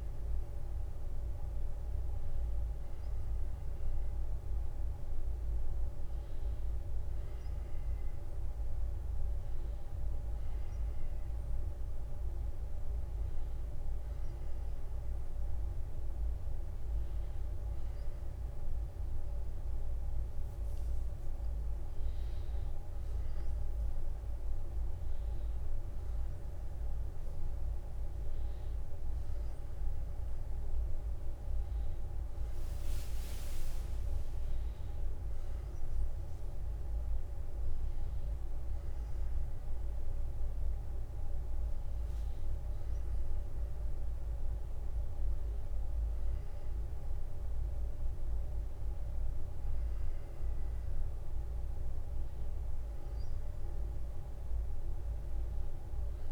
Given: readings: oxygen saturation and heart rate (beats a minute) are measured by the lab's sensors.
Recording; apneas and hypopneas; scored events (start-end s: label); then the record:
breathing in sleep, hard to hear, by a room microphone; none
50.00-56.32 s: new sleep stage, N2 (light sleep)
From the record:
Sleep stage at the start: N1 (lightest sleep); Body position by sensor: on the back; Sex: male